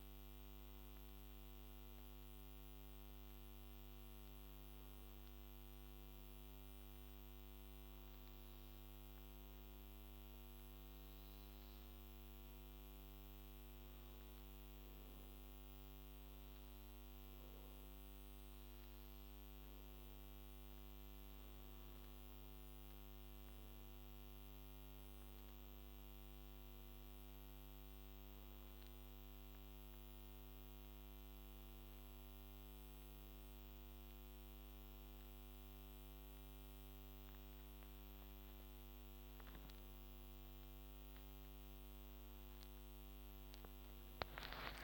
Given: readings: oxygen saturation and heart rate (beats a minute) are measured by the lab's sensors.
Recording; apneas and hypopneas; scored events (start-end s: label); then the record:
breathing in sleep, hard to hear, by a microphone on the trachea; 1
3.00-6.50 s: arousal
8.00-21.00 s: hypopnea (oxygen 98% before, 95% lowest, heart rate 59 before, 53 extreme, up 10 after)
34.50-44.83 s: new sleep stage, awake
From the record:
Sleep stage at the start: N2 (light sleep); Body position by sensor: on the back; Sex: male